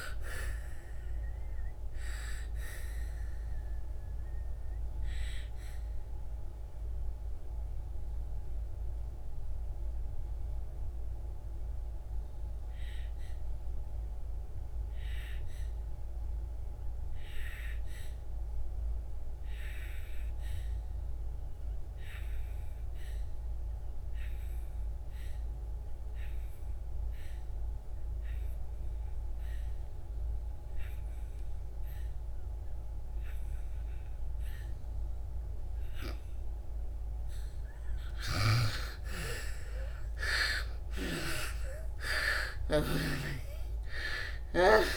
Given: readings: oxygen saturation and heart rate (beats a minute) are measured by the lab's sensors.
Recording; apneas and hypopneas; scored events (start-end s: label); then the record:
breathing in sleep by a room microphone; 1
0.00-24.00 s: oxygen desaturation (device-marked, oxygen 75% lowest, heart rate 61 extreme)
4.50-38.00 s: mixed apnea (oxygen 98% before, 74% lowest, heart rate 90 before, 58 extreme, up 14 after)
29.00-44.97 s: oxygen desaturation (device-marked, oxygen 98% before, 74% lowest, heart rate 69 before, 58 extreme)
38.00-43.00 s: snoring (device-marked)
39.50-44.00 s: arousal
From the record:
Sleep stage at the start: N2 (light sleep); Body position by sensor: on the back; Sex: female